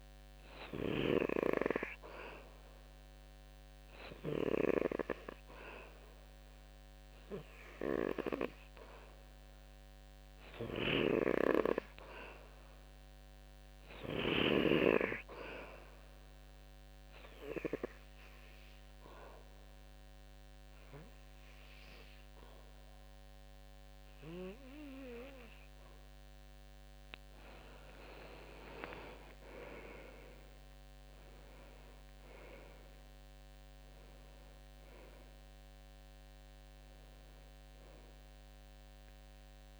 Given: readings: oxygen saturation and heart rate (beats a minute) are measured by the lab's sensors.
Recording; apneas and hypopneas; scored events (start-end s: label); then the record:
breathing in sleep by a microphone on the trachea; 1
10.00-14.00 s: snoring (device-marked)
16.00-26.50 s: obstructive apnea (oxygen 94% before, 92% lowest, heart rate 78 before, 76 extreme, up 8 after)
29.00-32.50 s: arousal
From the record:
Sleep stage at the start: N2 (light sleep); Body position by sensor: on the back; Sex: male